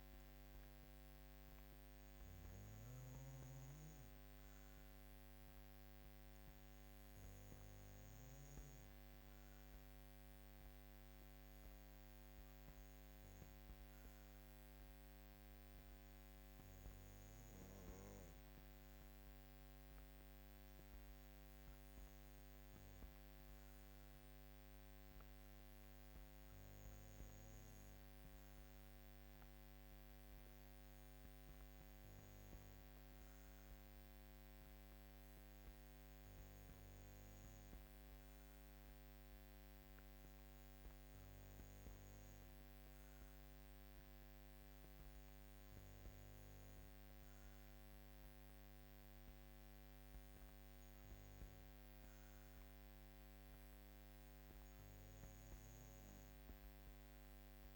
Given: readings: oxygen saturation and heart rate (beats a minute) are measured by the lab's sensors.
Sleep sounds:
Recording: breathing in sleep, hard to hear, by a microphone on the trachea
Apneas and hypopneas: none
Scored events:
none scored
From the record:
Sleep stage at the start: N2 (light sleep)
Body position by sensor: on the back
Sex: female

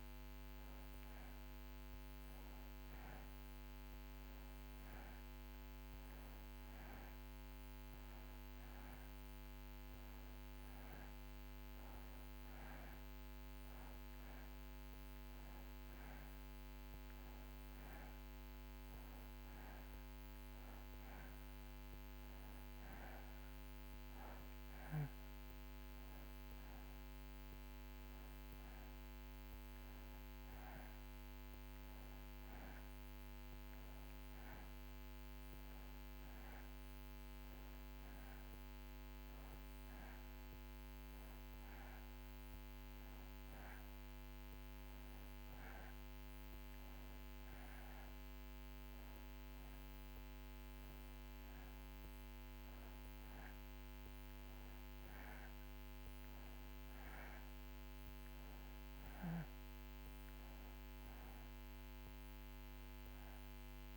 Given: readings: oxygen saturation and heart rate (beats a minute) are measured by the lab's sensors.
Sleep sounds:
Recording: breathing in sleep, hard to hear, by a microphone on the trachea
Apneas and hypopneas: none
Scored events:
none scored
From the record:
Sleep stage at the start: N2 (light sleep)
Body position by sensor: on the back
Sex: male

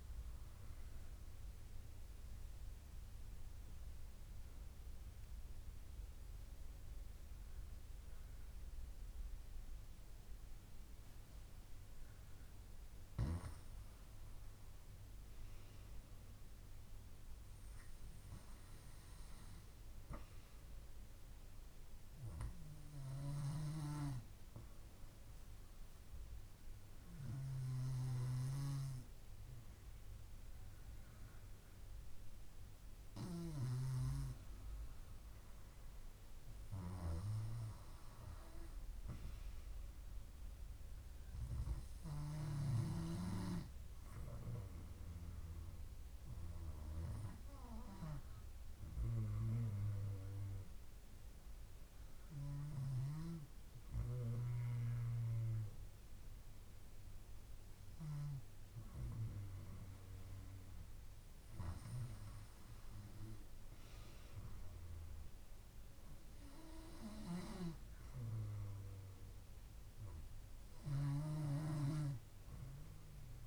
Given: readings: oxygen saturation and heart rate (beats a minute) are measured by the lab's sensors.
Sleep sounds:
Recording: breathing in sleep by a room microphone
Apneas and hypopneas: 3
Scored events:
2.00-14.00 s: obstructive apnea (oxygen 99% before, 96% lowest)
16.00-19.00 s: arousal
26.50-36.50 s: obstructive apnea (oxygen 98% before, 95% lowest)
39.00-43.00 s: arousal
47.00-61.00 s: hypopnea (oxygen 98% before, 95% lowest)
63.50-66.50 s: arousal
From the record:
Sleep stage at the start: N2 (light sleep)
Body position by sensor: on the back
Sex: female

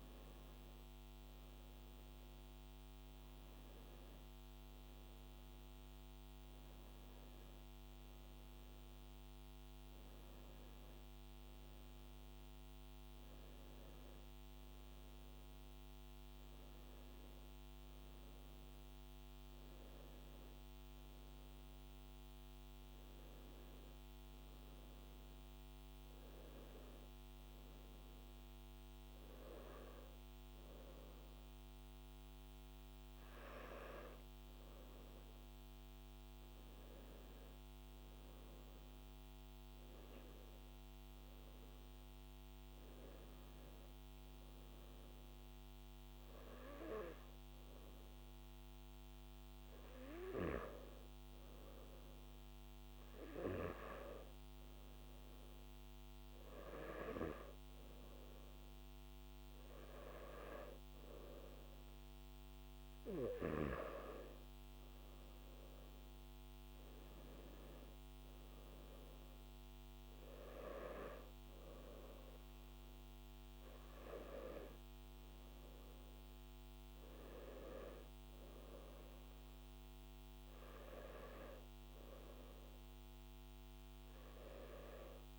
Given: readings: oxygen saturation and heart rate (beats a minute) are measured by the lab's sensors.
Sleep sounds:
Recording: breathing in sleep by a microphone on the trachea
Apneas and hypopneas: none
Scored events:
7.00-19.00 s: oxygen desaturation (device-marked, oxygen 95% before, 92% lowest, heart rate 67 before, 59 extreme)
From the record:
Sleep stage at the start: N2 (light sleep)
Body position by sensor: on the back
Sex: male

